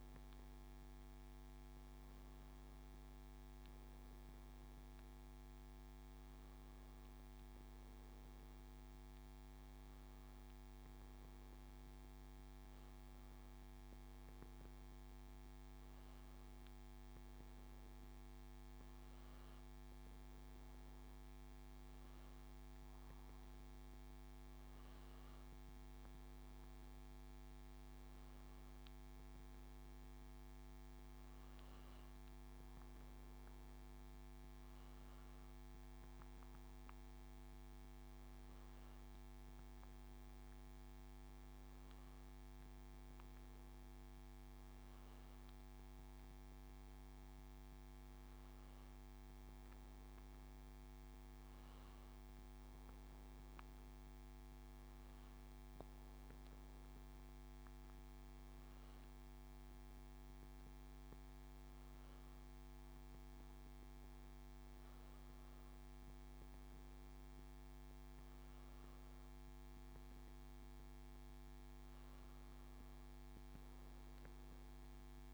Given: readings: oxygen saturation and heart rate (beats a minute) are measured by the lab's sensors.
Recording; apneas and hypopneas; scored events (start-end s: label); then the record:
breathing in sleep, hard to hear, by a microphone on the trachea; none
61.50-66.00 s: arousal
From the record:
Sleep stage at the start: N2 (light sleep); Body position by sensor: on the back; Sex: male